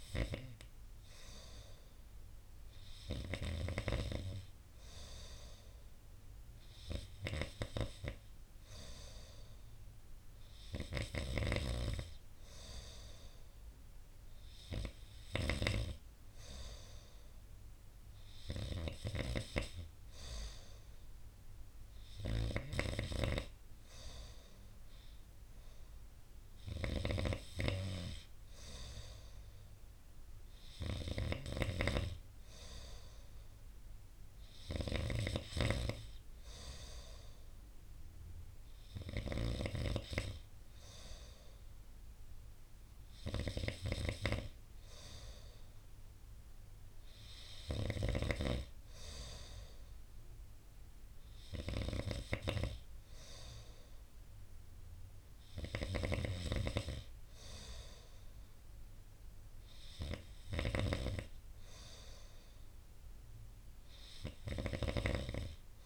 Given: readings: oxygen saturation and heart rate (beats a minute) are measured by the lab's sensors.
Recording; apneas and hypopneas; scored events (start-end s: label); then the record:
breathing in sleep by a room microphone; none
none scored
From the record:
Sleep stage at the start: N2 (light sleep); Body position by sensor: on the right side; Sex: male